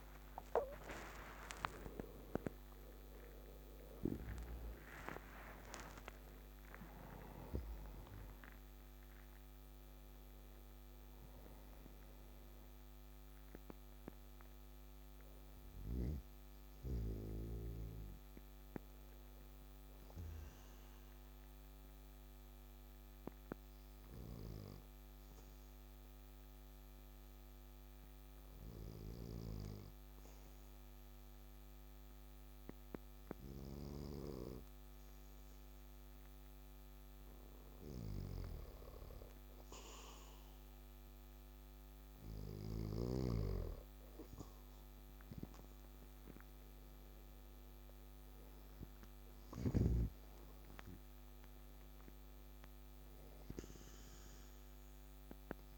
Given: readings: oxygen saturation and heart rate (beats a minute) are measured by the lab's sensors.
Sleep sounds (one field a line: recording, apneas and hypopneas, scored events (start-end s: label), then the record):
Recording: breathing in sleep by a microphone on the trachea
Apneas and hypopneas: 1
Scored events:
0.00-4.50 s: arousal
19.50-36.50 s: obstructive apnea (oxygen 96% before, 94% lowest, heart rate 68 before, 58 extreme, up 5 after)
39.50-42.50 s: arousal
From the record:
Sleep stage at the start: N2 (light sleep)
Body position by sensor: on the back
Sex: male